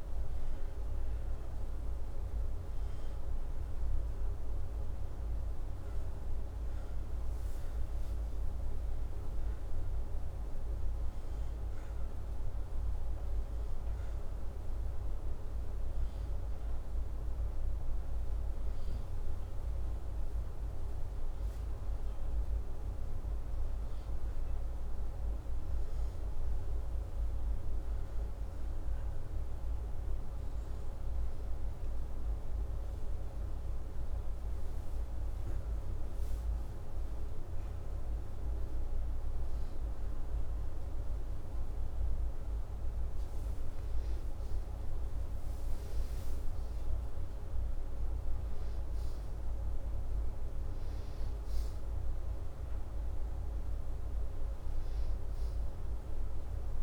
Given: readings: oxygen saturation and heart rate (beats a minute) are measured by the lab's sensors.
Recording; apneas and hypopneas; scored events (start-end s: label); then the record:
breathing in sleep, hard to hear, by a room microphone; 1
0.00-19.00 s: oxygen desaturation (device-marked, oxygen 92% lowest, heart rate 83 extreme)
11.50-22.50 s: hypopnea (oxygen 96% before, 93% lowest, heart rate 85 before, 83 extreme, up 2 after)
26.50-31.00 s: arousal
From the record:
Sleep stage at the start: N2 (light sleep); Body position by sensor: upright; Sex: male